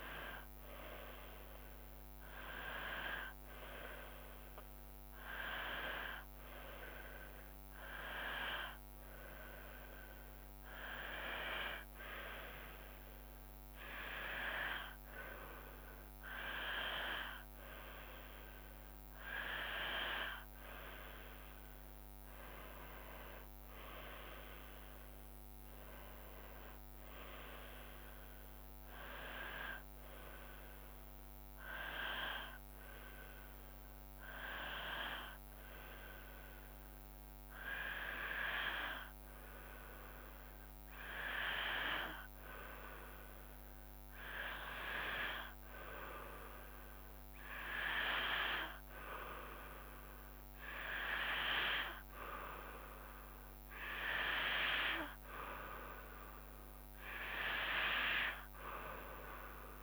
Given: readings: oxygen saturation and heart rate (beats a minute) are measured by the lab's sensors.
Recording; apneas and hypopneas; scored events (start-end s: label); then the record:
breathing in sleep by a microphone on the trachea; none
0.00-7.50 s: drop in pulse transit time (device-marked, heart rate 79 extreme)
From the record:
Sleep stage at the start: N2 (light sleep); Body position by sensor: on the back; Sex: female